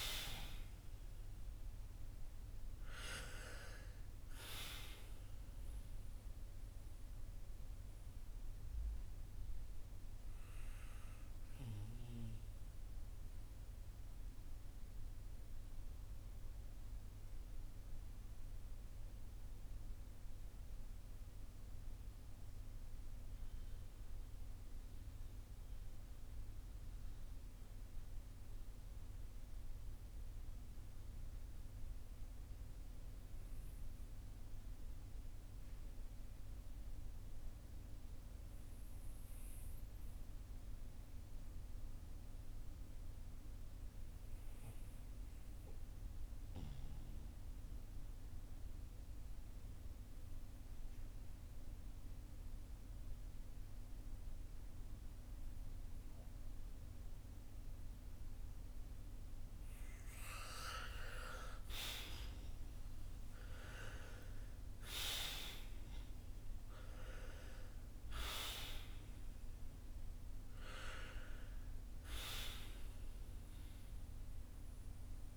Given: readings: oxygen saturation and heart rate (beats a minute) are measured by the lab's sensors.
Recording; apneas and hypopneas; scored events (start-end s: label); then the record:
breathing in sleep by a room microphone; 1
0.00-34.00 s: oxygen desaturation (device-marked, oxygen 76% lowest, heart rate 47 extreme)
5.50-59.50 s: obstructive apnea (oxygen 93% before, 76% lowest, heart rate 63 before, 47 extreme, up 5 after)
48.00-75.37 s: oxygen desaturation (device-marked, oxygen 98% before, 80% lowest, heart rate 53 before, 47 extreme)
60.50-65.50 s: arousal
From the record:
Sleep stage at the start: N2 (light sleep); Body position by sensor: on the back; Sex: male